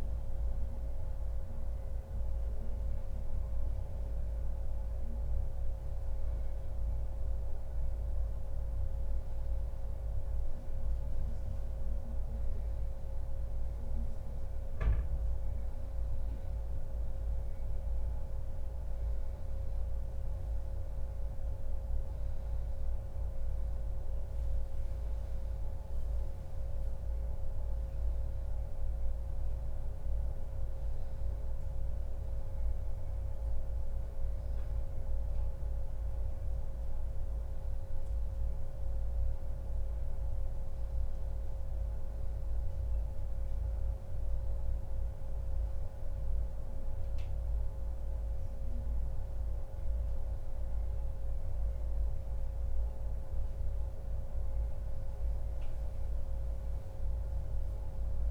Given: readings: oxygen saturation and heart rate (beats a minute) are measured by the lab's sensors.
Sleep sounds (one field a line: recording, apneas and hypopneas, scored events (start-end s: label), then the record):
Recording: breathing in sleep, hard to hear, by a room microphone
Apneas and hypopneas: none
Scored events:
none scored
From the record:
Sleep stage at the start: N2 (light sleep)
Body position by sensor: on the back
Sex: male